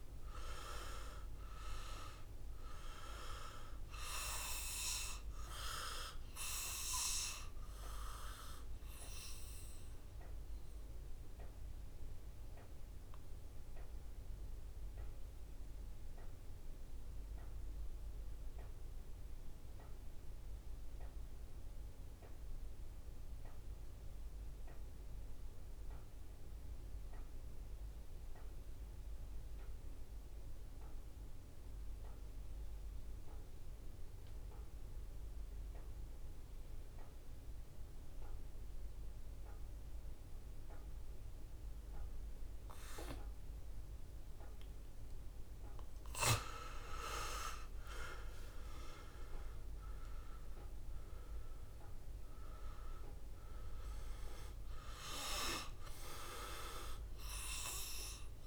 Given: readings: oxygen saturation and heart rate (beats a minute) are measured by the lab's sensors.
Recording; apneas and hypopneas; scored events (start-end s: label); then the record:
breathing in sleep by a room microphone; 1
0.00-21.50 s: oxygen desaturation (device-marked, oxygen 81% lowest, heart rate 61 extreme)
4.50-44.00 s: obstructive apnea (oxygen 98% before, 80% lowest, heart rate 67 before, 57 extreme, up 10 after)
32.50-58.47 s: oxygen desaturation (device-marked, oxygen 99% before, 80% lowest, heart rate 63 before, 57 extreme)
45.50-50.00 s: arousal
From the record:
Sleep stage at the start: N2 (light sleep); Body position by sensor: on the back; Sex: male